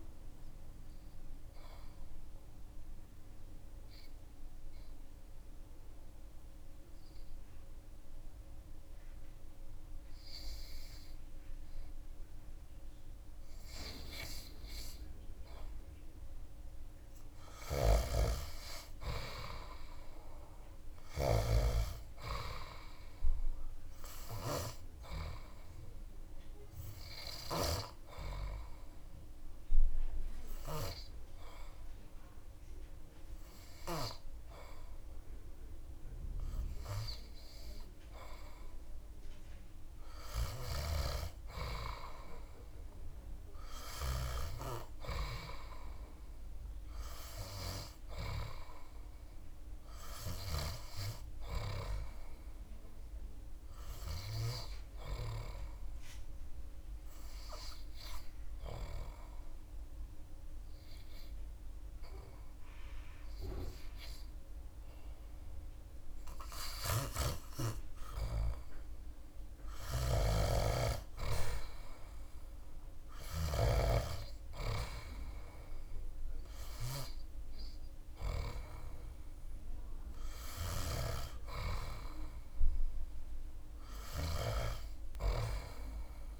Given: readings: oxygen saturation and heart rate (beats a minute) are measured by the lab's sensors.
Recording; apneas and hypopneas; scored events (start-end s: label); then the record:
breathing in sleep by a room microphone; 3
0.50-17.00 s: obstructive apnea (oxygen 98% before, 95% lowest)
18.50-21.50 s: arousal
27.00-40.00 s: obstructive apnea (oxygen 99% before, 94% lowest)
33.00-49.00 s: oxygen desaturation (device-marked, oxygen 99% before, 95% lowest)
42.50-46.00 s: arousal
55.50-67.00 s: obstructive apnea (oxygen 99% before, 94% lowest)
69.50-73.00 s: snoring (device-marked)
70.00-73.00 s: arousal
84.00-86.40 s: oxygen desaturation (device-marked, oxygen 98% before, 94% lowest)
From the record:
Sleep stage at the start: N2 (light sleep); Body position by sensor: on the back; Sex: male